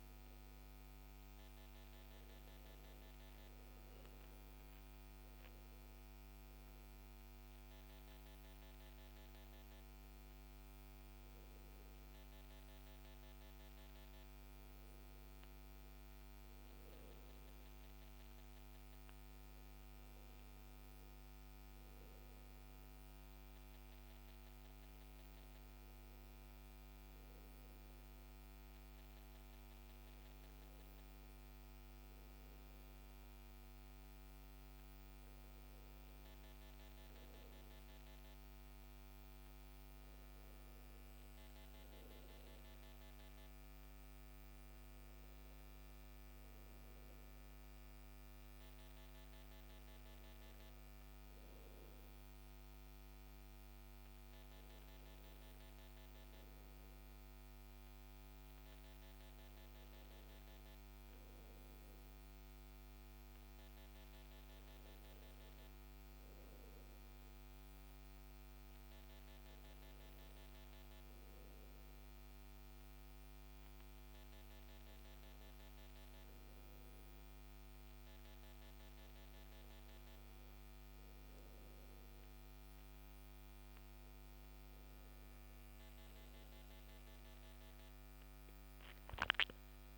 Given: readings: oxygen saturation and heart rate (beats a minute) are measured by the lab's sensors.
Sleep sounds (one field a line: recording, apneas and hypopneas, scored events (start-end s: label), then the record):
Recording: breathing in sleep, hard to hear, by a microphone on the trachea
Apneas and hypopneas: none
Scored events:
none scored
From the record:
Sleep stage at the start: N2 (light sleep)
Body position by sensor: on the back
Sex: male